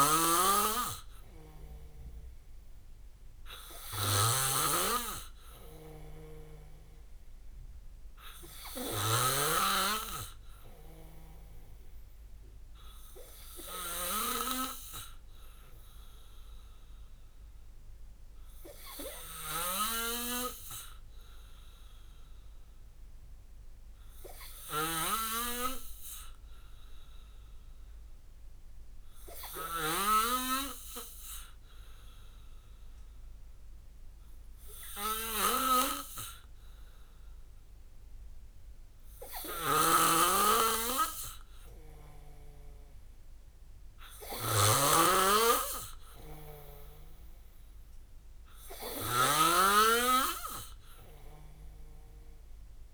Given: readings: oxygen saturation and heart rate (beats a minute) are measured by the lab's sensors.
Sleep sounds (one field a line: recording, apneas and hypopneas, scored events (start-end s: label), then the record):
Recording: breathing in sleep by a room microphone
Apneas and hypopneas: 1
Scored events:
0.00-10.50 s: oxygen desaturation (device-marked, oxygen 91% lowest)
0.00-30.00 s: snoring (device-marked)
17.00-21.00 s: arousal
24.50-40.00 s: hypopnea (oxygen 96% before, 92% lowest)
39.50-52.93 s: snoring (device-marked)
42.00-46.50 s: arousal
From the record:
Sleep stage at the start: N2 (light sleep)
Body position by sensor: on the back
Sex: male